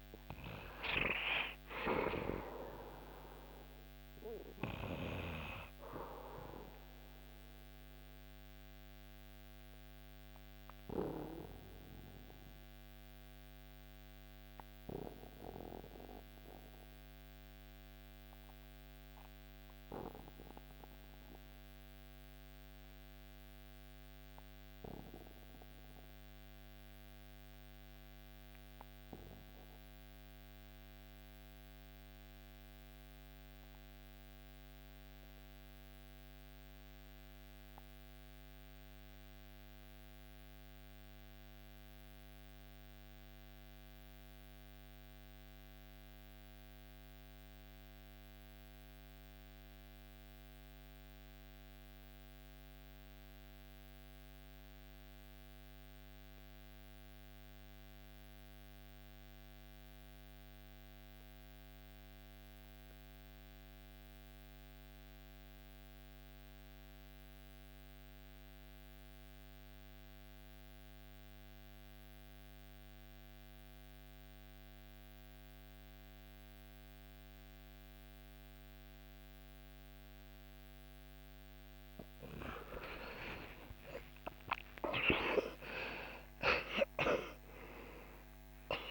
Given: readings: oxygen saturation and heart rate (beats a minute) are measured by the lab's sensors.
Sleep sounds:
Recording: breathing in sleep by a microphone on the trachea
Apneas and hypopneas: 1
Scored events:
0.00-2.50 s: arousal
7.50-80.50 s: obstructive apnea (oxygen 99% before, 68% lowest, heart rate 73 before, 55 extreme, up 40 after)
14.00-37.00 s: oxygen desaturation (device-marked, oxygen 98% before, 95% lowest, heart rate 72 before, 57 extreme)
63.00-88.91 s: oxygen desaturation (device-marked, oxygen 96% before, 68% lowest, heart rate 60 before, 58 extreme)
From the record:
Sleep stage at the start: N2 (light sleep)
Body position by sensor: on the back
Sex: male

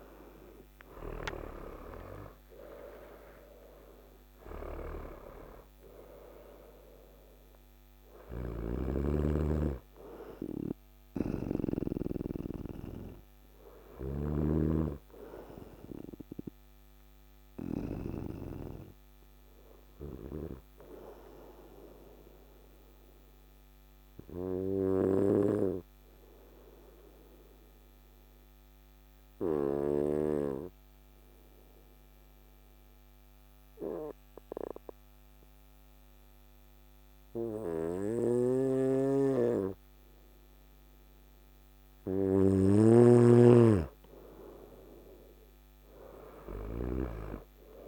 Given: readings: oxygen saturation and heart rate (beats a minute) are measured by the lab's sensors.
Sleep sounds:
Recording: breathing in sleep by a microphone on the trachea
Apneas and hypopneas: 1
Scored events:
0.00-3.00 s: arousal
0.00-17.00 s: oxygen desaturation (device-marked, oxygen 93% lowest, heart rate 55 extreme)
8.00-14.00 s: snoring (device-marked)
21.00-40.50 s: obstructive apnea (oxygen 98% before, 94% lowest, heart rate 66 before, 52 extreme, up 8 after)
42.00-47.88 s: snoring (device-marked)
43.50-47.50 s: arousal
44.00-47.88 s: oxygen desaturation (device-marked, oxygen 99% before, 94% lowest, heart rate 56 before, 52 extreme)
From the record:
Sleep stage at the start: N2 (light sleep)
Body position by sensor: on the right side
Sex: male

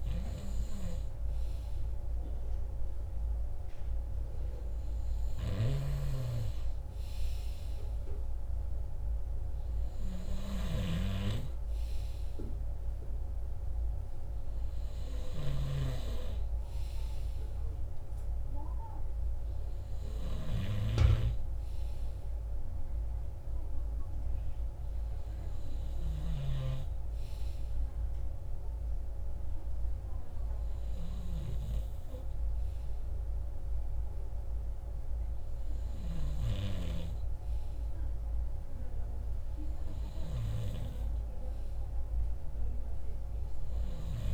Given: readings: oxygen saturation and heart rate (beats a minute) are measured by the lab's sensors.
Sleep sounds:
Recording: breathing in sleep by a room microphone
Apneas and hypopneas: none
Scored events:
5.00-10.50 s: snoring (device-marked)
From the record:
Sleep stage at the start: N2 (light sleep)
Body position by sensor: on the right side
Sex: male

